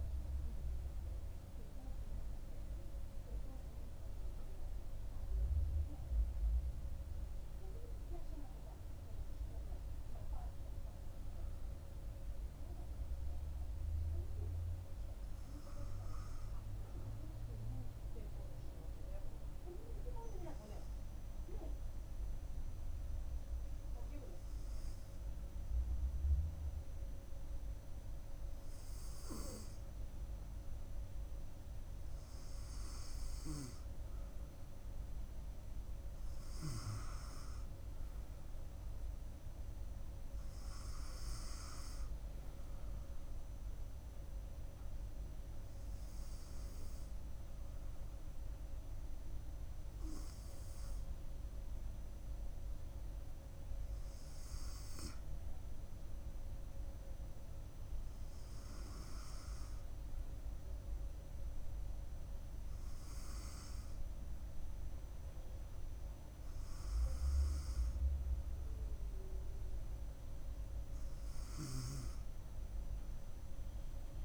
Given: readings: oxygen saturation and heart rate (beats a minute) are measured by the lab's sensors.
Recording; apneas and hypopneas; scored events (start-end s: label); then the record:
breathing in sleep by a room microphone; 2
17.50-31.50 s: hypopnea (oxygen 96% before, 94% lowest, heart rate 77 before, 73 extreme, up 3 after)
34.00-37.00 s: arousal
37.00-59.00 s: oxygen desaturation (device-marked, oxygen 97% before, 94% lowest, heart rate 74 before, 73 extreme)
44.00-55.50 s: hypopnea (oxygen 97% before, 94% lowest, heart rate 75 before, 73 extreme, up 2 after)
59.50-63.00 s: arousal
From the record:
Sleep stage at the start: N2 (light sleep); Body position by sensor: on the front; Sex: female